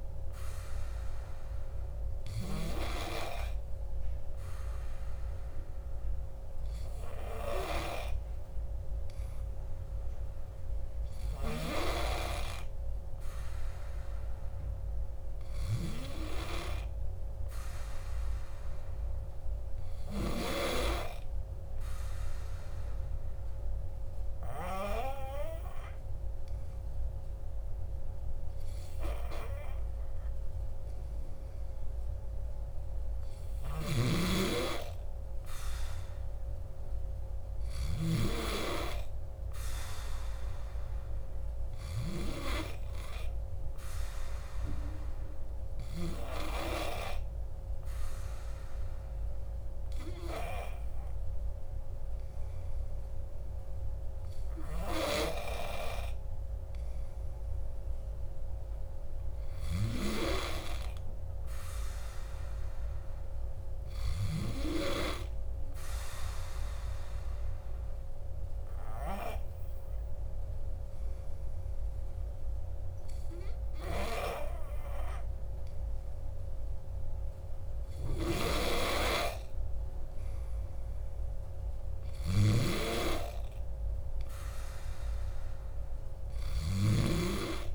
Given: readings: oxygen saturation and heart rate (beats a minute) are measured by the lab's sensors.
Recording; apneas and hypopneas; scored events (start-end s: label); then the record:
breathing in sleep by a room microphone; 3
21.50-32.50 s: obstructive apnea (oxygen 96% before, 95% lowest, heart rate 60 before, 59 extreme, up 1 after)
35.00-37.50 s: arousal
47.00-58.00 s: obstructive apnea (oxygen 96% before, 95% lowest, heart rate 60 before, 58 extreme, up 0 after)
60.50-63.50 s: arousal
67.50-78.50 s: obstructive apnea (oxygen 97% before, 95% lowest, heart rate 60 before, 58 extreme, up 0 after)
80.50-84.00 s: arousal
From the record:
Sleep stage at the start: N2 (light sleep); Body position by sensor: on the back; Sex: male